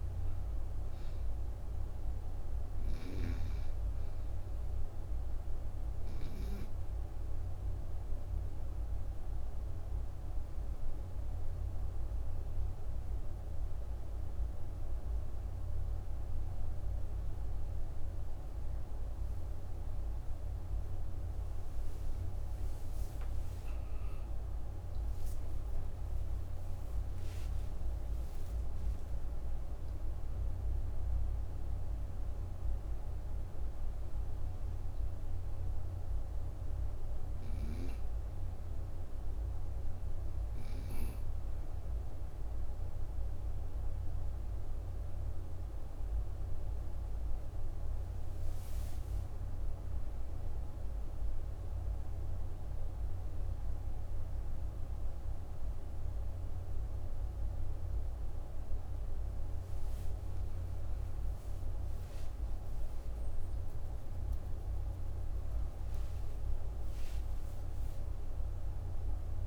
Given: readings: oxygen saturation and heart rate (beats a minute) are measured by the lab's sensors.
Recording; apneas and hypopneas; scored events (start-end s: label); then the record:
breathing in sleep, hard to hear, by a room microphone; 2
0.00-20.00 s: oxygen desaturation (device-marked, oxygen 91% lowest)
5.50-22.00 s: obstructive apnea (oxygen 97% before, 91% lowest)
23.50-29.00 s: arousal
49.50-60.50 s: obstructive apnea (oxygen 97% before, 91% lowest)
62.00-67.00 s: arousal
From the record:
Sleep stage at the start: N2 (light sleep); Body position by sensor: on the right side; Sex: female